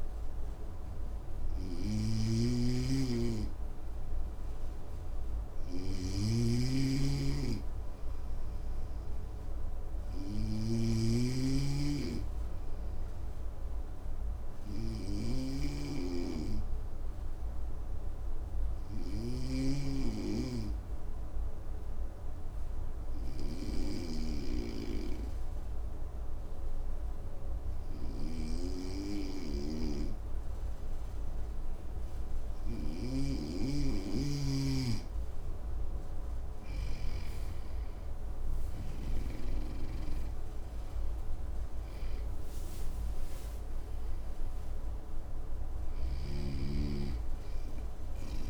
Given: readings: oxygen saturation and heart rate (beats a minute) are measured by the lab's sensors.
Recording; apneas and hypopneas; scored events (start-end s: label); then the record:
breathing in sleep by a room microphone; 1
0.00-10.00 s: snoring (device-marked)
10.00-32.50 s: obstructive apnea (oxygen 96% before, 91% lowest, heart rate 58 before, 56 extreme, up 8 after)
28.50-36.50 s: snoring (device-marked)
36.00-38.00 s: arousal
42.50-48.50 s: oxygen desaturation (device-marked, oxygen 96% before, 91% lowest, heart rate 59 before, 55 extreme)
45.00-48.50 s: snoring (device-marked)
From the record:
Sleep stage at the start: N2 (light sleep); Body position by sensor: on the front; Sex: male